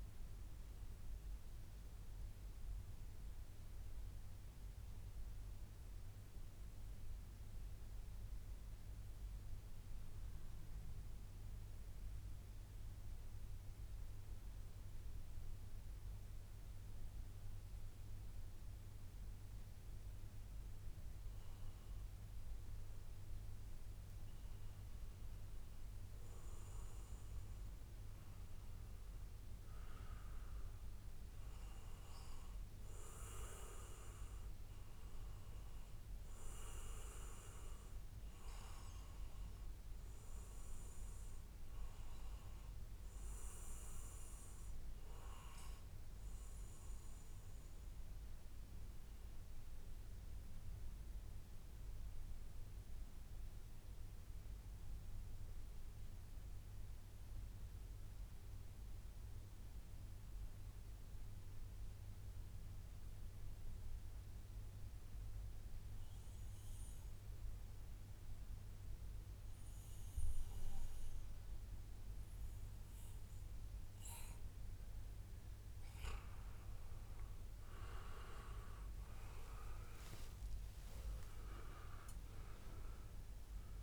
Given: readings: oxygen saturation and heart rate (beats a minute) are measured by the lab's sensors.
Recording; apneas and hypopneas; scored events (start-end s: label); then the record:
breathing in sleep by a room microphone; 2
2.00-19.50 s: central apnea (oxygen 98% before, 94% lowest, heart rate 141 before, 140 extreme, up 0 after)
22.00-26.00 s: arousal
45.00-72.50 s: mixed apnea (oxygen 97% before, 91% lowest, heart rate 141 before, 140 extreme, up 0 after)
75.00-79.50 s: arousal
From the record:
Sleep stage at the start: REM sleep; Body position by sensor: on the back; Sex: male